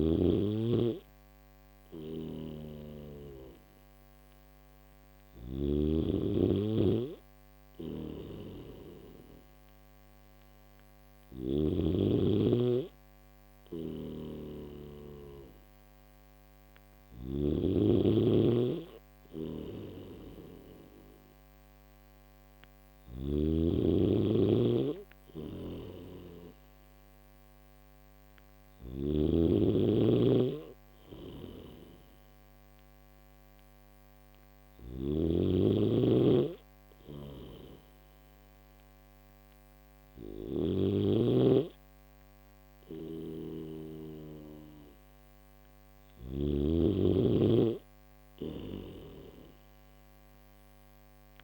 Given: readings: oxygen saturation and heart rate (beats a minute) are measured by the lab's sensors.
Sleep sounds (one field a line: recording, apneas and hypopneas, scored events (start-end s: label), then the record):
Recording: breathing in sleep by a microphone on the trachea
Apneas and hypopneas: none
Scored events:
1.50-5.00 s: snoring (device-marked)
7.00-11.00 s: snoring (device-marked)
13.00-17.00 s: snoring (device-marked)
19.00-23.00 s: snoring (device-marked)
25.00-34.50 s: snoring (device-marked)
36.50-51.44 s: snoring (device-marked)
From the record:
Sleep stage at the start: N3 (deep sleep)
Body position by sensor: on the back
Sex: male